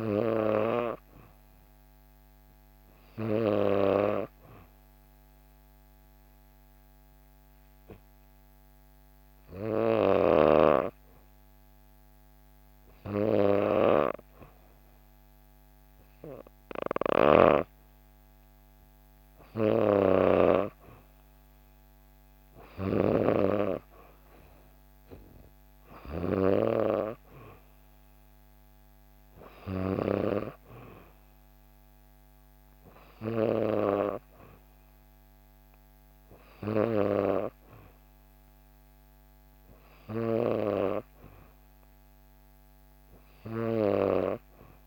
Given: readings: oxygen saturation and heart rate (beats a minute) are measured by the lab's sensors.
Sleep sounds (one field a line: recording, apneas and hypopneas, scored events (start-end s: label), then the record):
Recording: breathing in sleep by a microphone on the trachea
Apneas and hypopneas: 1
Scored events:
0.00-1.50 s: oxygen desaturation (device-marked, oxygen 90% lowest, heart rate 63 extreme)
2.50-14.00 s: obstructive apnea (oxygen 93% before, 91% lowest, heart rate 63 before, 63 extreme, up 0 after)
16.00-18.50 s: arousal
16.50-23.00 s: snoring (device-marked)
From the record:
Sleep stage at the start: N2 (light sleep)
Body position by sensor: on the back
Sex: female